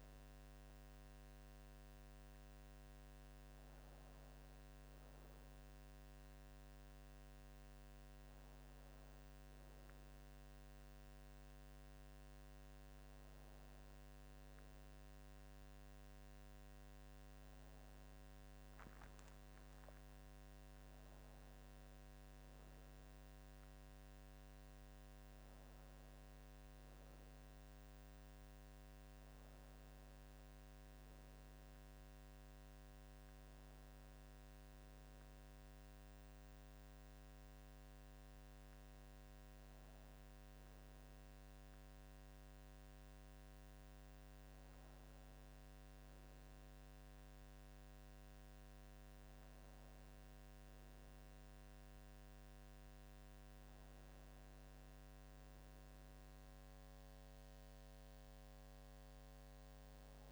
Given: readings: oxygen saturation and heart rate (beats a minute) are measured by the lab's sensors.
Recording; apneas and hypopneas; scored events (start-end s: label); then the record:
a person awake in a sleep study, hard to hear, by a microphone on the trachea; none
40.00-60.32 s: new sleep stage, N2 (light sleep)
From the record:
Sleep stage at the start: awake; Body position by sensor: on the back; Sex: male